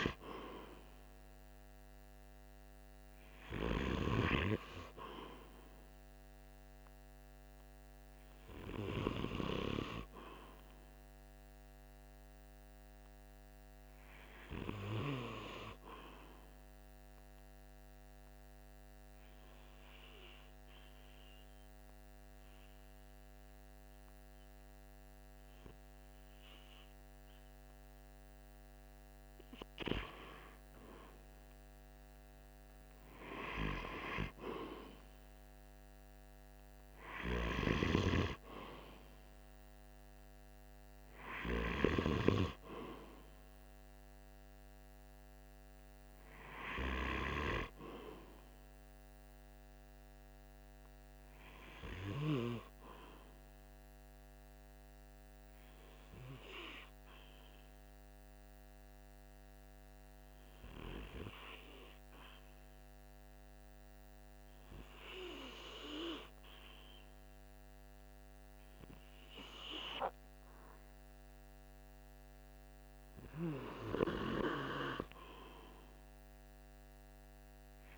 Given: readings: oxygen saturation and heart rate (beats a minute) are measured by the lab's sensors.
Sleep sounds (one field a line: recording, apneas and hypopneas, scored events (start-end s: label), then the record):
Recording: breathing in sleep by a microphone on the trachea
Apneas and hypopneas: 2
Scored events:
16.00-29.00 s: obstructive apnea (oxygen 96% before, 95% lowest, heart rate 47 before, 45 extreme, up 3 after)
31.00-35.50 s: arousal
51.50-71.50 s: obstructive apnea (oxygen 97% before, 94% lowest, heart rate 46 before, 45 extreme, up 2 after)
73.00-77.00 s: arousal
From the record:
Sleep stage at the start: N2 (light sleep)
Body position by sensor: on the right side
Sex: male